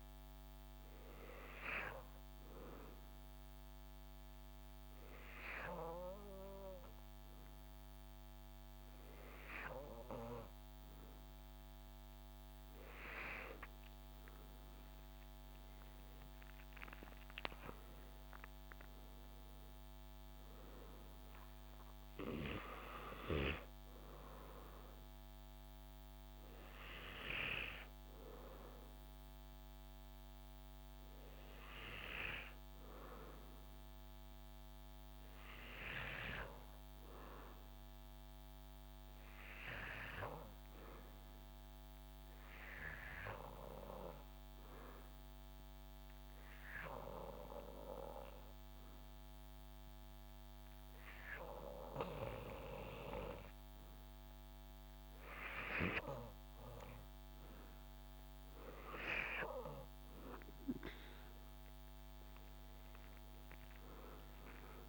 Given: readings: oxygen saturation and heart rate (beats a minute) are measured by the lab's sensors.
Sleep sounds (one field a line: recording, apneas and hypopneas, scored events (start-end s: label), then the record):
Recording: breathing in sleep by a microphone on the trachea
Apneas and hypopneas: 2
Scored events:
2.50-13.00 s: hypopnea (oxygen 97% before, 90% lowest, heart rate 68 before, 61 extreme, up 15 after)
14.50-18.50 s: arousal
21.50-34.50 s: oxygen desaturation (device-marked, oxygen 97% before, 93% lowest, heart rate 72 before, 61 extreme)
33.00-53.00 s: hypopnea (oxygen 97% before, 89% lowest, heart rate 71 before, 62 extreme, up 13 after)
54.50-57.50 s: arousal
57.50-64.89 s: oxygen desaturation (device-marked, oxygen 98% before, 89% lowest, heart rate 67 before, 64 extreme)
From the record:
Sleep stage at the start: N2 (light sleep)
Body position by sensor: on the back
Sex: male